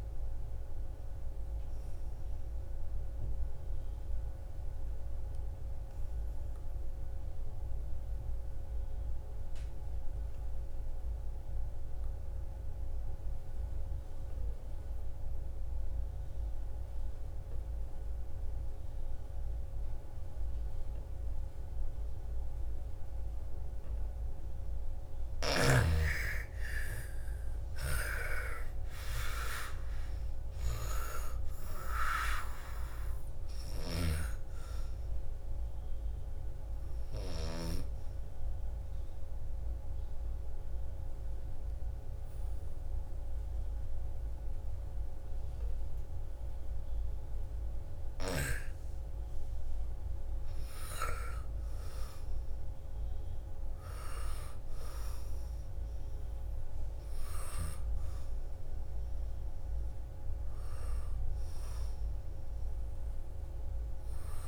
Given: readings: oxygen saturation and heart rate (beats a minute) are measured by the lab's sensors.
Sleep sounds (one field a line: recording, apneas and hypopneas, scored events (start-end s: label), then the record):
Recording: breathing in sleep by a room microphone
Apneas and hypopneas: 2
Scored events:
0.00-8.00 s: oxygen desaturation (device-marked, oxygen 80% lowest, heart rate 53 extreme)
1.00-23.50 s: obstructive apnea (oxygen 99% before, 80% lowest, heart rate 63 before, 53 extreme, up 13 after)
20.00-47.00 s: oxygen desaturation (device-marked, oxygen 99% before, 81% lowest, heart rate 57 before, 57 extreme)
25.00-33.50 s: snoring (device-marked)
26.00-30.00 s: arousal
37.50-47.50 s: obstructive apnea (oxygen 99% before, 81% lowest, heart rate 63 before, 57 extreme, up 8 after)
48.50-53.00 s: arousal
58.00-64.48 s: oxygen desaturation (device-marked, oxygen 99% before, 93% lowest, heart rate 62 before, 54 extreme)
From the record:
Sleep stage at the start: N2 (light sleep)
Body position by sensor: on the back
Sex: female